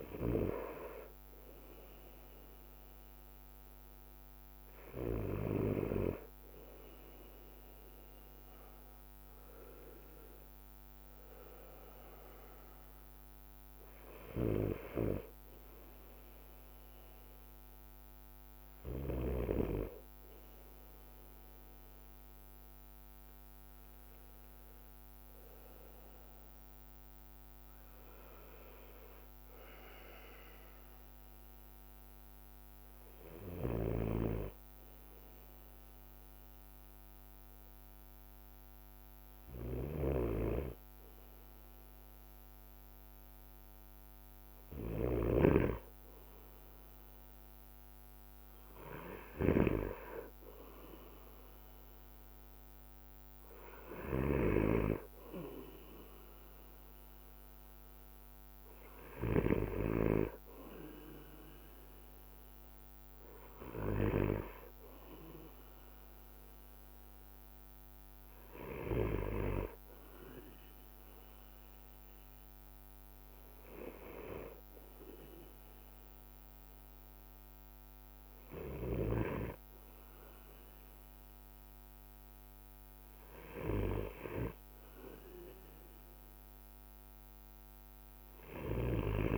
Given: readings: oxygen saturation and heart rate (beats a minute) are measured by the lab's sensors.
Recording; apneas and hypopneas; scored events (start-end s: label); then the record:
breathing in sleep by a microphone on the trachea; none
40.00-45.50 s: snoring (device-marked)
54.00-59.50 s: snoring (device-marked)
From the record:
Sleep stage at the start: N2 (light sleep); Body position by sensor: on the right side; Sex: male